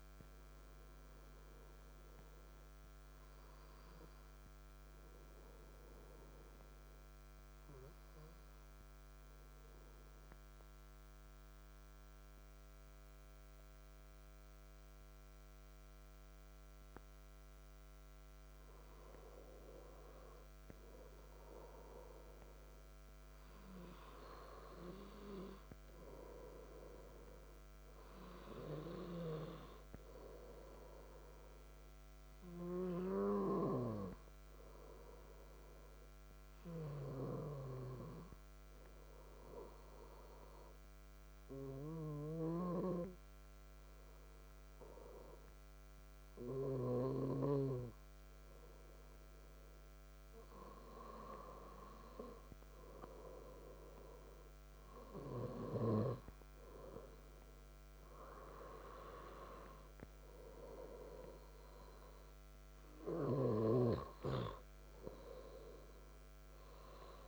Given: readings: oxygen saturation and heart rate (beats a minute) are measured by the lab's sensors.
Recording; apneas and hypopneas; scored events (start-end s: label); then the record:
breathing in sleep by a microphone on the trachea; 2
1.50-16.50 s: obstructive apnea (oxygen 95% before, 93% lowest, heart rate 65 before, 63 extreme, up 3 after)
19.00-23.50 s: arousal
37.00-49.00 s: obstructive apnea (oxygen 95% before, 93% lowest, heart rate 65 before, 62 extreme, up 1 after)
50.50-54.00 s: arousal
From the record:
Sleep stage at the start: N2 (light sleep); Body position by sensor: on the back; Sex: male